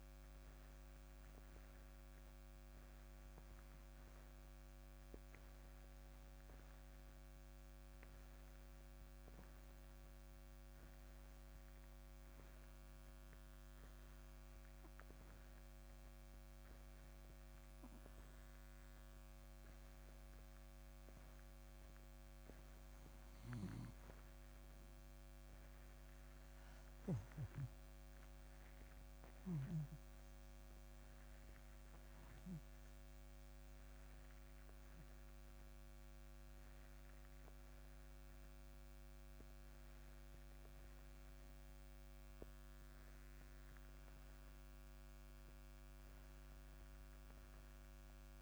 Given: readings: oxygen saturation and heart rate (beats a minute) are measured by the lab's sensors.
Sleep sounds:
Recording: breathing in sleep, hard to hear, by a microphone on the trachea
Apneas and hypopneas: 1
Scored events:
0.00-1.00 s: arousal
9.00-23.00 s: obstructive apnea (oxygen 96% before, 87% lowest, heart rate 62 before, 59 extreme, up 6 after)
25.50-30.00 s: arousal
33.50-48.42 s: oxygen desaturation (device-marked, oxygen 94% before, 87% lowest, heart rate 63 before, 58 extreme)
From the record:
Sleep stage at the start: N2 (light sleep)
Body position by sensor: on the back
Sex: male

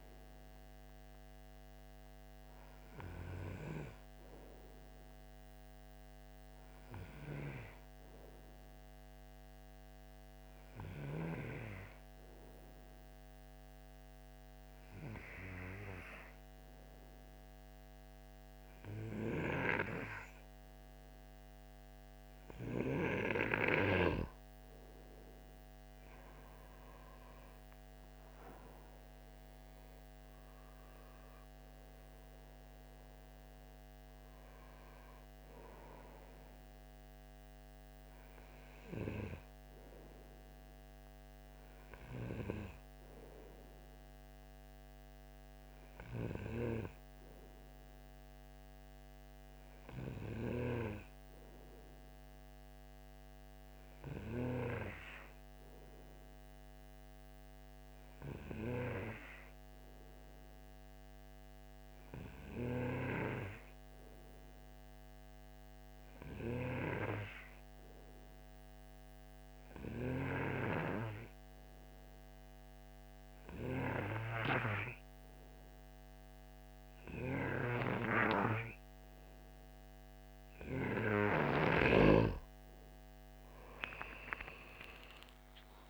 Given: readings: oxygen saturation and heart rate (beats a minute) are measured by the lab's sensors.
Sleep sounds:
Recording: breathing in sleep by a microphone on the trachea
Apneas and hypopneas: 2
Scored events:
0.00-7.50 s: oxygen desaturation (device-marked, oxygen 92% lowest, heart rate 52 extreme)
5.50-23.00 s: obstructive apnea (oxygen 97% before, 90% lowest, heart rate 61 before, 54 extreme, up 12 after)
26.00-29.50 s: arousal
37.50-54.50 s: oxygen desaturation (device-marked, oxygen 96% before, 90% lowest, heart rate 62 before, 53 extreme)
53.00-80.50 s: obstructive apnea (oxygen 96% before, 91% lowest, heart rate 59 before, 54 extreme, up 12 after)
From the record:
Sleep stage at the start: N2 (light sleep)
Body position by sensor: on the right side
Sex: male

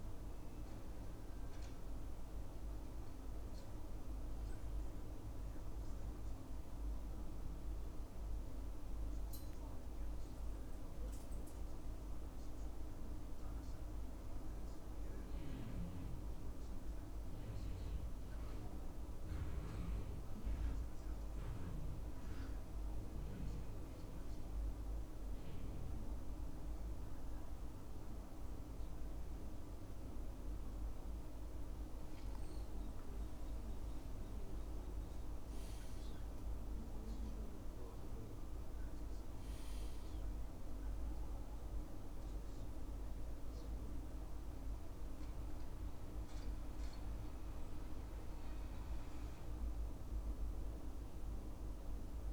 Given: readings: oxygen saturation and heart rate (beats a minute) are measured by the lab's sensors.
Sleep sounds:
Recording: breathing in sleep, hard to hear, by a room microphone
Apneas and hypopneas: 1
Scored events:
8.50-21.00 s: hypopnea (oxygen 97% before, 93% lowest, heart rate 70 before, 69 extreme, up 4 after)
23.00-27.00 s: arousal
From the record:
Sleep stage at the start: N2 (light sleep)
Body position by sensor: on the back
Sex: male

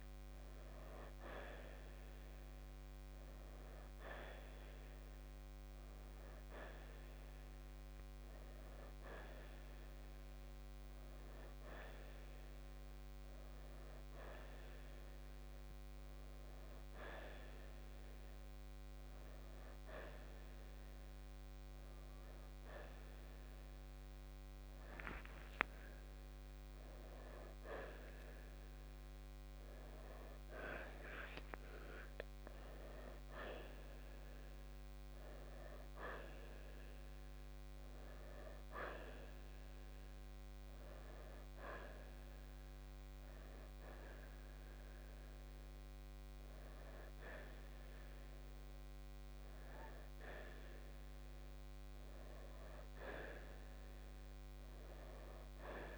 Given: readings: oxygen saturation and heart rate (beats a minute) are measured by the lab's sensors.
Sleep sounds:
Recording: a person awake in a sleep study, by a microphone on the trachea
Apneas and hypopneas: none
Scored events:
33.50-55.98 s: new sleep stage, N1 (lightest sleep)
From the record:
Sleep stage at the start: awake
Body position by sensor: on the right side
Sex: male

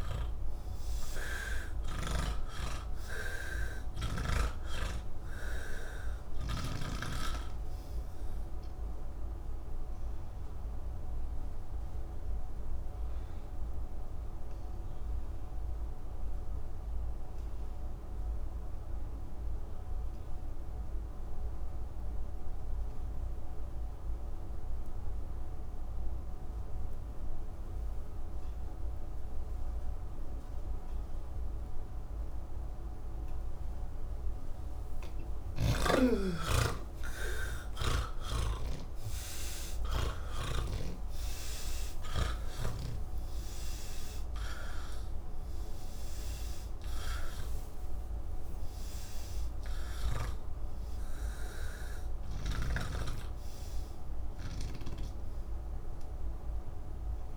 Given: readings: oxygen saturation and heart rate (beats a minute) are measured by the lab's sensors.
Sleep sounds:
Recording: breathing in sleep by a room microphone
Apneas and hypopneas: 1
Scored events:
0.00-7.00 s: snoring (device-marked)
0.00-21.50 s: oxygen desaturation (device-marked, oxygen 77% lowest, heart rate 47 extreme)
9.00-33.00 s: obstructive apnea (oxygen 99% before, 77% lowest, heart rate 102 before, 59 extreme, up 43 after)
27.50-57.37 s: oxygen desaturation (device-marked, oxygen 99% before, 78% lowest, heart rate 80 before, 59 extreme)
From the record:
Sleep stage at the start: N1 (lightest sleep)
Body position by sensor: on the back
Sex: male

